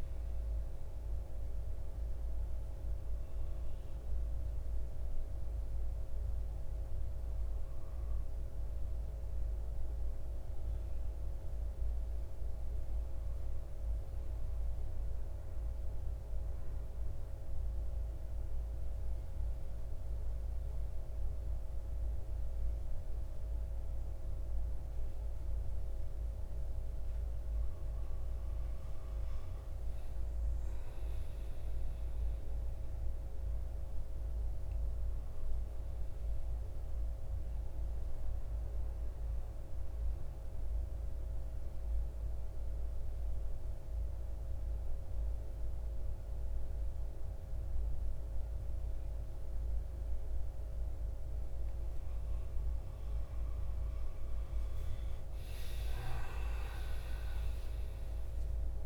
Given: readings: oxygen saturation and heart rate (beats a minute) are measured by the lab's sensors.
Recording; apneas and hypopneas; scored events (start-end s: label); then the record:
breathing in sleep, hard to hear, by a room microphone; 2
0.00-16.50 s: oxygen desaturation (device-marked, oxygen 86% lowest, heart rate 51 extreme)
15.00-26.00 s: central apnea (oxygen 97% before, 93% lowest, heart rate 60 before, 51 extreme, up 9 after)
27.50-33.00 s: arousal
38.50-50.50 s: oxygen desaturation (device-marked, oxygen 97% before, 93% lowest, heart rate 55 before, 52 extreme)
40.00-50.50 s: central apnea (oxygen 98% before, 85% lowest, heart rate 55 before, 52 extreme, up 7 after)
53.00-56.00 s: arousal
From the record:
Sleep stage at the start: N2 (light sleep); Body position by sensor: on the back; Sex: male